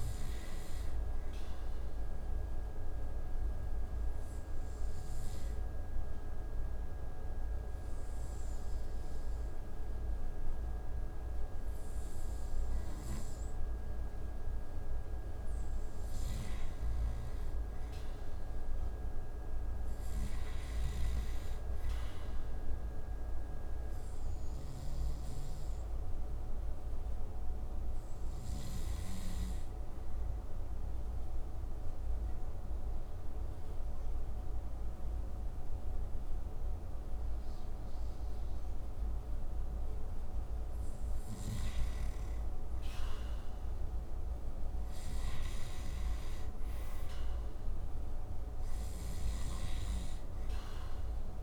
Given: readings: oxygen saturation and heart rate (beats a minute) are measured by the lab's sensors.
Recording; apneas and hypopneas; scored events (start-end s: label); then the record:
breathing in sleep, hard to hear, by a room microphone; 2
0.00-15.00 s: oxygen desaturation (device-marked, oxygen 89% lowest)
2.00-14.00 s: obstructive apnea (oxygen 93% before, 87% lowest)
17.50-20.50 s: arousal
23.50-39.50 s: obstructive apnea (oxygen 94% before, 81% lowest)
27.00-44.00 s: oxygen desaturation (device-marked, oxygen 94% before, 89% lowest)
38.00-51.43 s: new sleep stage, REM sleep
From the record:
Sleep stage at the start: N2 (light sleep); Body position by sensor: on the right side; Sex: male